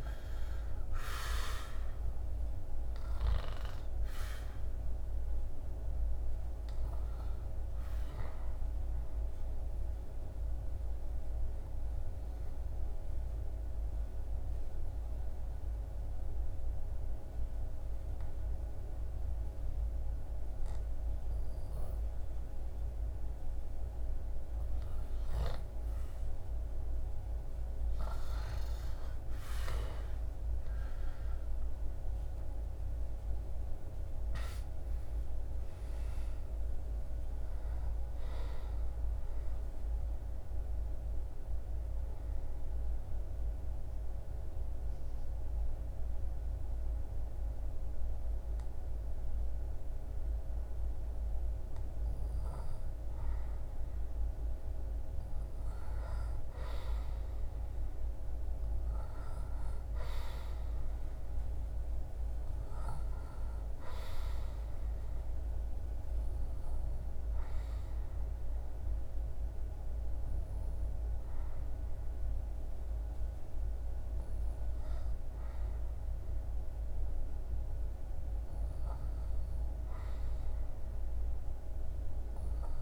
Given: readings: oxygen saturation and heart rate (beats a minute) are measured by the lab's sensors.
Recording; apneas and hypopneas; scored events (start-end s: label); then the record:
breathing in sleep, hard to hear, by a room microphone; 3
0.00-20.50 s: oxygen desaturation (device-marked, oxygen 92% lowest, heart rate 67 extreme)
4.50-24.00 s: obstructive apnea (oxygen 98% before, 92% lowest, heart rate 74 before, 67 extreme, up 7 after)
26.50-31.00 s: arousal
34.50-53.50 s: oxygen desaturation (device-marked, oxygen 98% before, 93% lowest, heart rate 76 before, 67 extreme)
39.50-52.00 s: obstructive apnea (oxygen 98% before, 93% lowest, heart rate 78 before, 68 extreme, up 9 after)
54.50-59.00 s: arousal
66.00-78.00 s: obstructive apnea (oxygen 98% before, 94% lowest, heart rate 73 before, 68 extreme, up 7 after)
From the record:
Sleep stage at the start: N2 (light sleep); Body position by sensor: on the back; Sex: male